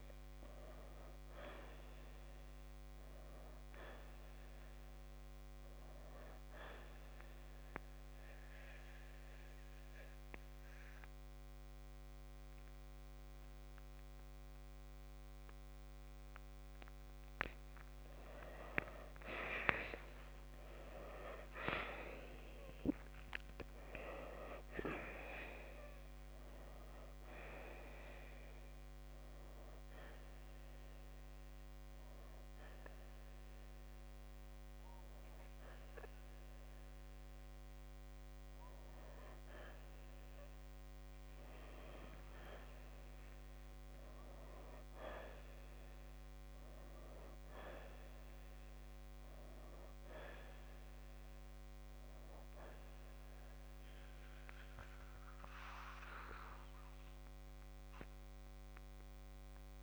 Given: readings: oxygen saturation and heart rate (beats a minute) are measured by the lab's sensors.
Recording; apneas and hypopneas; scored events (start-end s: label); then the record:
breathing in sleep by a microphone on the trachea; 1
3.00-22.00 s: oxygen desaturation (device-marked, oxygen 92% before, 86% lowest, heart rate 65 before, 57 extreme)
7.00-17.50 s: mixed apnea (oxygen 95% before, 84% lowest, heart rate 66 before, 57 extreme, up 12 after)
22.00-26.00 s: arousal
33.00-46.00 s: oxygen desaturation (device-marked, oxygen 93% before, 84% lowest, heart rate 63 before, 58 extreme)
From the record:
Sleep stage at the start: N2 (light sleep); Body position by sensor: on the right side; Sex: male